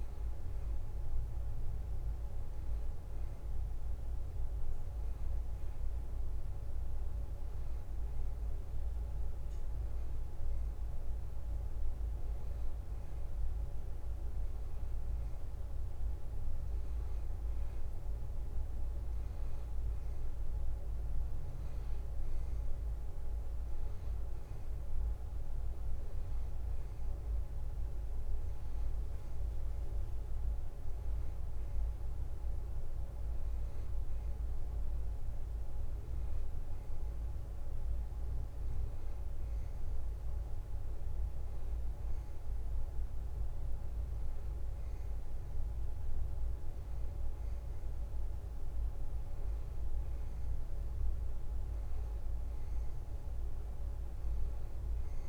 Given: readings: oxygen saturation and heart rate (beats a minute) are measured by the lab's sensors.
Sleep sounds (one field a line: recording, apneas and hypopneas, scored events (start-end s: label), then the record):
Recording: breathing in sleep, hard to hear, by a room microphone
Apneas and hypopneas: none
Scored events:
none scored
From the record:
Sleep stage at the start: N2 (light sleep)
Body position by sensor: on the back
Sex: male